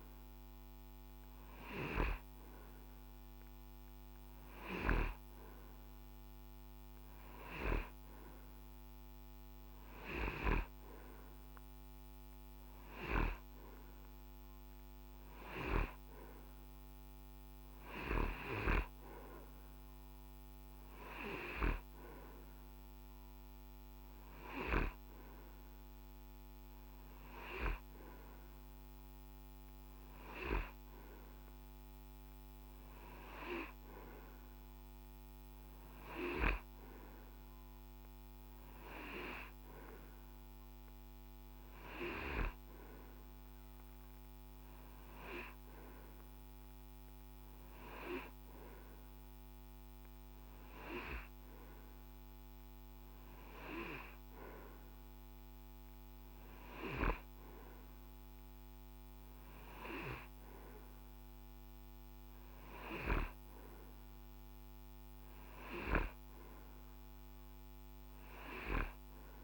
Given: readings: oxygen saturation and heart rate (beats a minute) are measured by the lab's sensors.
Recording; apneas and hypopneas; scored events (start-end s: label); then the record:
breathing in sleep by a microphone on the trachea; none
none scored
From the record:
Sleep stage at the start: N2 (light sleep); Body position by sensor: on the right side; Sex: male